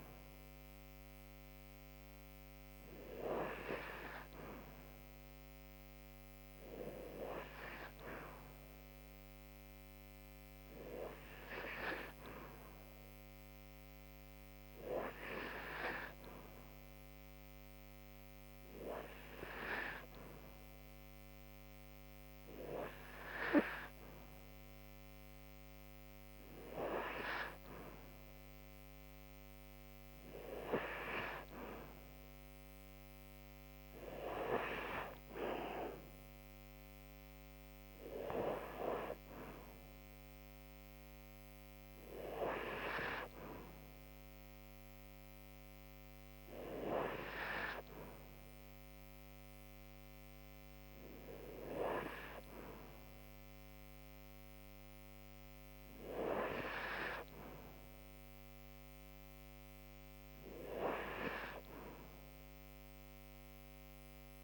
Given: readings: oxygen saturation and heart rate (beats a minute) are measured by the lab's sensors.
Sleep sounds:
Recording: breathing in sleep by a microphone on the trachea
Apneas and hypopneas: none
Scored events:
none scored
From the record:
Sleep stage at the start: N2 (light sleep)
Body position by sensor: on the right side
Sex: female

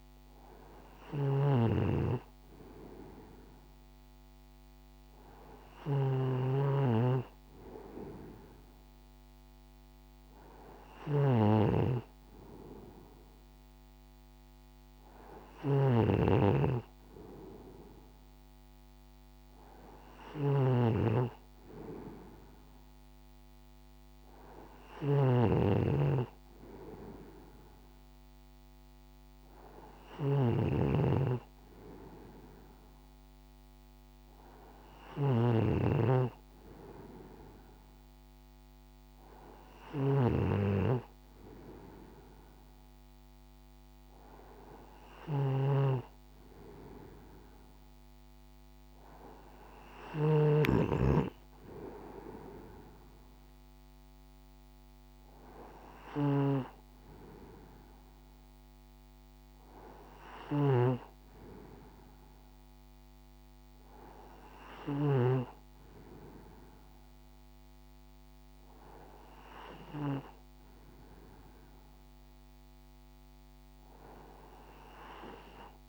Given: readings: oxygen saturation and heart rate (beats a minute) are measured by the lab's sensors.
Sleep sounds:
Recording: breathing in sleep by a microphone on the trachea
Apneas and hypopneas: none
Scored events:
0.00-65.00 s: snoring (device-marked)
From the record:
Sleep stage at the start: N2 (light sleep)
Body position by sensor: on the right side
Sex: male

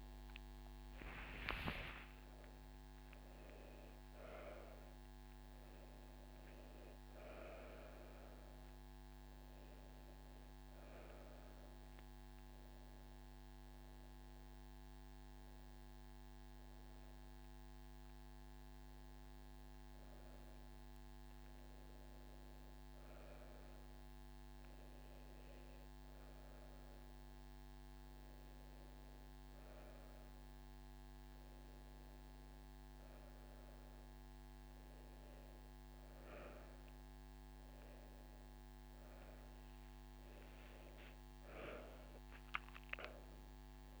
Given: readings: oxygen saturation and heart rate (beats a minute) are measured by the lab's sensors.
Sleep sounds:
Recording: a person partly awake in a sleep study, by a microphone on the trachea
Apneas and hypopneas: none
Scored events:
2.00 s: drop in pulse transit time (device-marked)
4.50-6.50 s: long interval between heartbeats (device-marked)
14.00-26.00 s: drop in pulse transit time (device-marked)
15.00-44.00 s: new sleep stage, N1 (lightest sleep)
19.00-21.00 s: long interval between heartbeats (device-marked)
21.50-23.50 s: long interval between heartbeats (device-marked)
31.00-33.00 s: long interval between heartbeats (device-marked)
39.00-44.00 s: drop in pulse transit time (device-marked)
From the record:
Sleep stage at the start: awake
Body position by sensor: on the back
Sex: female

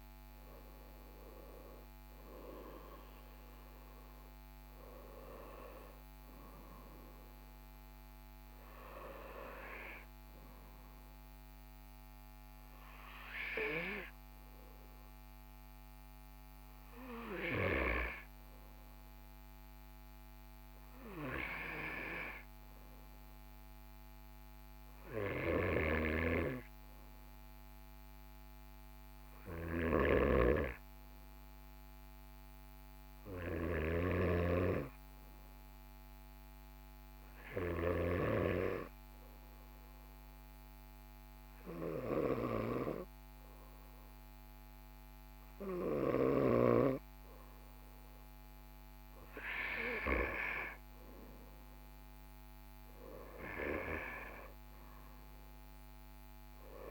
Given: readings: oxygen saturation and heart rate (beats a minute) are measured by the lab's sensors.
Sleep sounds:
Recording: breathing in sleep by a microphone on the trachea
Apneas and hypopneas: 1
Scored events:
36.50-48.00 s: hypopnea (oxygen 98% before, 96% lowest, heart rate 44 before, 43 extreme, up 2 after)
50.00-54.00 s: arousal
From the record:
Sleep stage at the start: N2 (light sleep)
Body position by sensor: on the right side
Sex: male

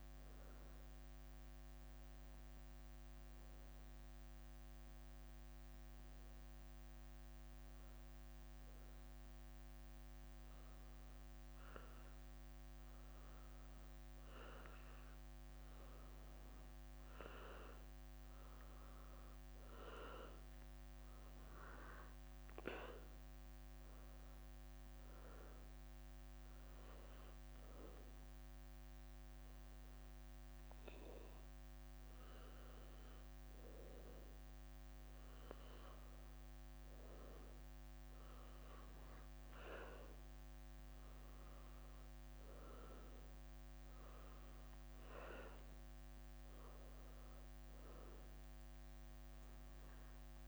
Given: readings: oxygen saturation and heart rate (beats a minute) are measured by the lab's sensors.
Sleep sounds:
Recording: breathing in sleep by a microphone on the trachea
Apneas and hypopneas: 2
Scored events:
0.00-1.00 s: arousal
4.50-15.00 s: hypopnea (oxygen 98% before, 92% lowest, heart rate 68 before, 67 extreme, up 4 after)
15.50-36.50 s: oxygen desaturation (device-marked, oxygen 96% before, 92% lowest, heart rate 69 before, 67 extreme)
17.50-22.00 s: arousal
28.00-38.00 s: obstructive apnea (oxygen 98% before, 91% lowest, heart rate 69 before, 67 extreme, up 6 after)
40.50-45.00 s: arousal
40.50-50.47 s: new sleep stage, N2 (light sleep)
From the record:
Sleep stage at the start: N1 (lightest sleep)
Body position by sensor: on the back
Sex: female

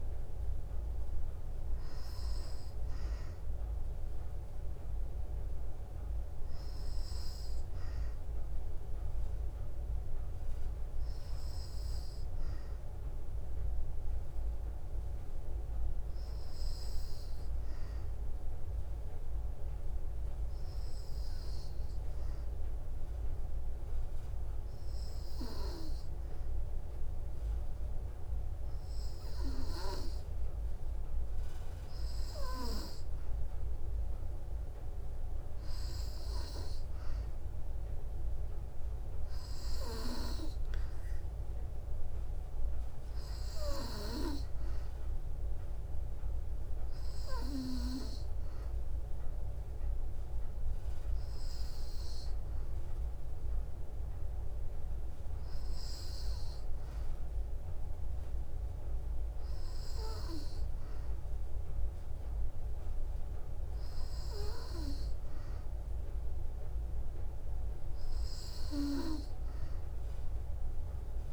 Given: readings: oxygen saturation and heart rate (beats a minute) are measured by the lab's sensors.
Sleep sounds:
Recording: breathing in sleep by a room microphone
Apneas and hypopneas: 1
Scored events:
5.50-28.50 s: hypopnea (oxygen 95% before, 94% lowest, heart rate 58 before, 57 extreme, up 1 after)
31.00-36.00 s: arousal
From the record:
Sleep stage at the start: N2 (light sleep)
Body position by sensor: on the back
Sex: female

